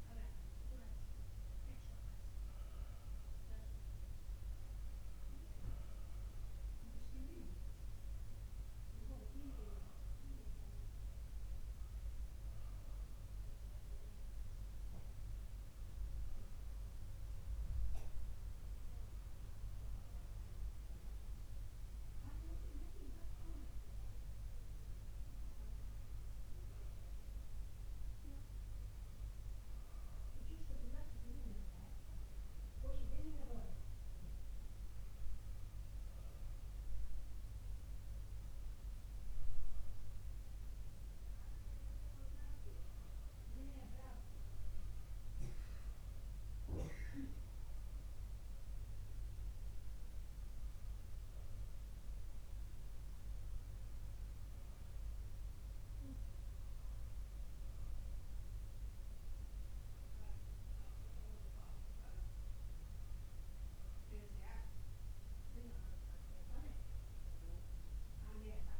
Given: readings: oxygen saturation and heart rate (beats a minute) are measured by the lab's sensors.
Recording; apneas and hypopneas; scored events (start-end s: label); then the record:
breathing in sleep by a room microphone; none
none scored
From the record:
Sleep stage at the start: N2 (light sleep); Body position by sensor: on the back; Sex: male